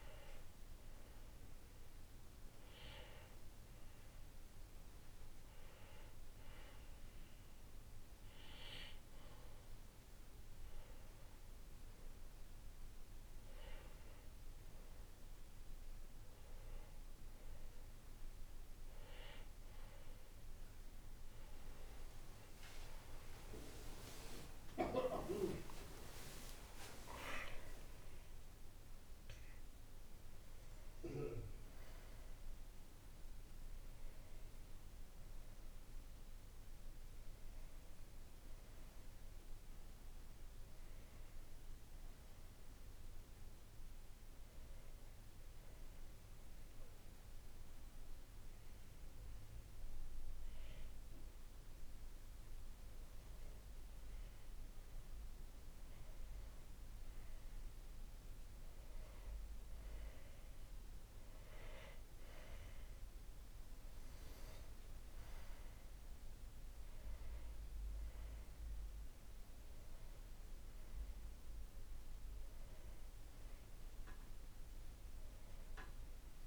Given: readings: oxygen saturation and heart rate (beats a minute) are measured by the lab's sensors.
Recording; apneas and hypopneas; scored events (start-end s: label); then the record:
breathing in sleep by a room microphone; 1
0.00-6.00 s: oxygen desaturation (device-marked, oxygen 98% before, 93% lowest, heart rate 61 before, 57 extreme)
23.50-28.50 s: arousal
45.00-55.50 s: hypopnea (oxygen 96% before, 92% lowest, heart rate 80 before, 53 extreme, up 5 after)
57.00-60.50 s: arousal
61.00-76.47 s: oxygen desaturation (device-marked, oxygen 96% before, 92% lowest, heart rate 59 before, 55 extreme)
From the record:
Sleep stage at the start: N2 (light sleep); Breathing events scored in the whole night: 226 in 5.2 hours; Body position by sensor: on the back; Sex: male